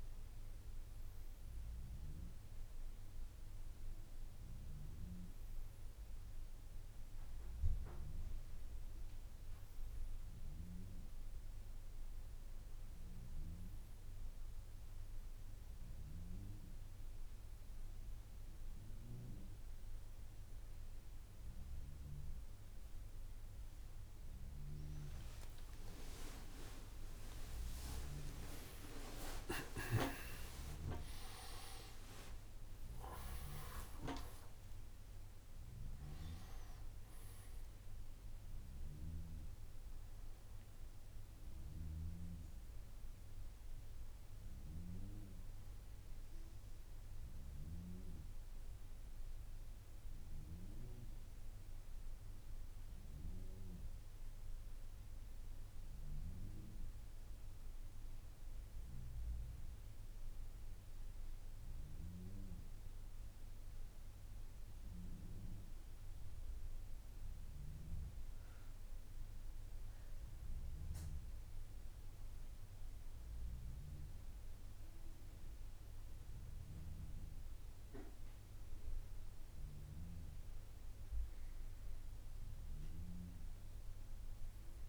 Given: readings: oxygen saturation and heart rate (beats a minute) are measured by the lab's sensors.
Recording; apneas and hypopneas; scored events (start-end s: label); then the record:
breathing in sleep by a room microphone; none
0.00-16.00 s: oxygen desaturation (device-marked, oxygen 89% lowest, heart rate 63 extreme)
From the record:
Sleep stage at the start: N1 (lightest sleep); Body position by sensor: on the back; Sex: male